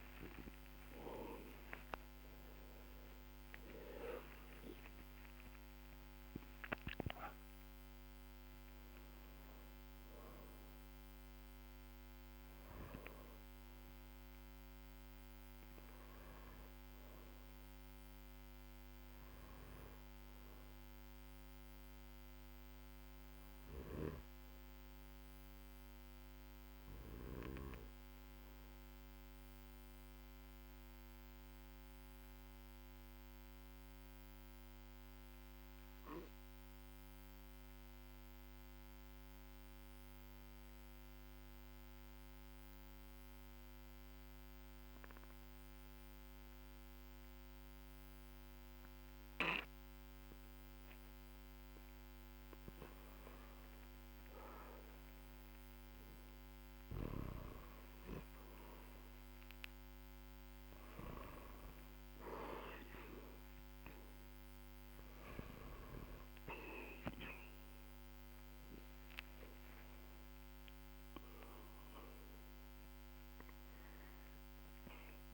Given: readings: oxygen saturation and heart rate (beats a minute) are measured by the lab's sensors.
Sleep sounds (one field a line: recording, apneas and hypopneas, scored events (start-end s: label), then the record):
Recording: a person partly awake in a sleep study, by a microphone on the trachea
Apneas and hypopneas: 1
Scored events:
0.00-32.50 s: oxygen desaturation (device-marked, oxygen 92% lowest, heart rate 45 extreme)
16.50-75.34 s: new sleep stage, N2 (light sleep)
33.00-52.00 s: obstructive apnea (oxygen 98% before, 92% lowest, heart rate 57 before, 45 extreme, up 9 after)
54.50-75.34 s: oxygen desaturation (device-marked, oxygen 99% before, 92% lowest, heart rate 57 before, 45 extreme)
57.00-62.50 s: arousal
From the record:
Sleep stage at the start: awake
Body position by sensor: on the back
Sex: male